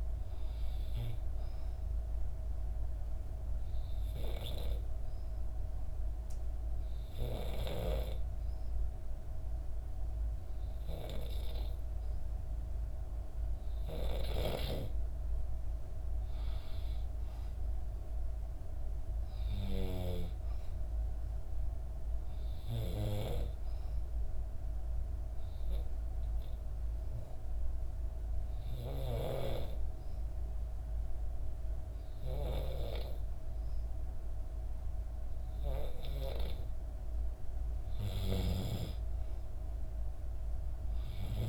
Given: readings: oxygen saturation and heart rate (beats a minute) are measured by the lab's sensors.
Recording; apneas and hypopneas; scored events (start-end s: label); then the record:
breathing in sleep by a room microphone; 2
3.00-13.50 s: obstructive apnea (oxygen 96% before, 92% lowest, heart rate 64 before, 63 extreme, up 3 after)
15.50-19.50 s: arousal
25.50-36.50 s: obstructive apnea (oxygen 96% before, 92% lowest, heart rate 65 before, 63 extreme, up 3 after)
38.00-41.49 s: arousal
From the record:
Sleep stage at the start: N2 (light sleep); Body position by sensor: on the back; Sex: female